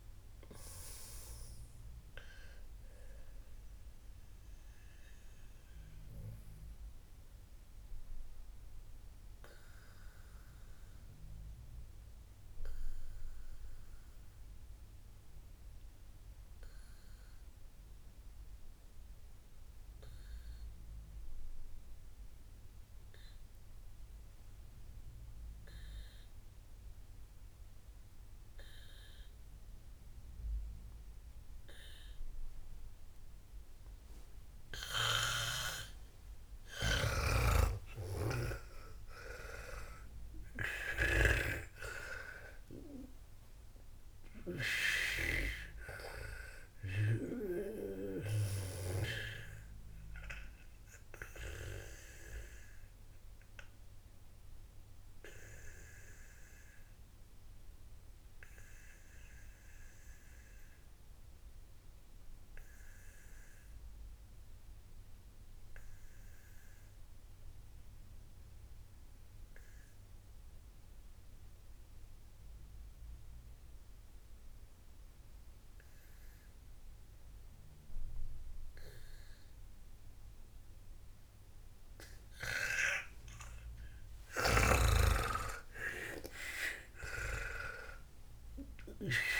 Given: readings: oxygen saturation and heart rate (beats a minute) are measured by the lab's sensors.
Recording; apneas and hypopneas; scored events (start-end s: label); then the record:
breathing in sleep by a room microphone; 2
0.00-23.50 s: oxygen desaturation (device-marked, oxygen 89% lowest, heart rate 51 extreme)
4.50-36.00 s: obstructive apnea (oxygen 99% before, 89% lowest, heart rate 69 before, 51 extreme, up 37 after)
36.50-67.50 s: oxygen desaturation (device-marked, oxygen 99% before, 89% lowest, heart rate 58 before, 54 extreme)
38.00-43.50 s: arousal
38.00-48.00 s: snoring (device-marked)
51.00-84.00 s: obstructive apnea (oxygen 99% before, 88% lowest, heart rate 75 before, 53 extreme, up 21 after)
82.50-89.40 s: oxygen desaturation (device-marked, oxygen 99% before, 88% lowest, heart rate 58 before, 53 extreme)
84.50-88.00 s: snoring (device-marked)
85.50-89.40 s: arousal
From the record:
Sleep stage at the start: N2 (light sleep); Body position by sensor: on the back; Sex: female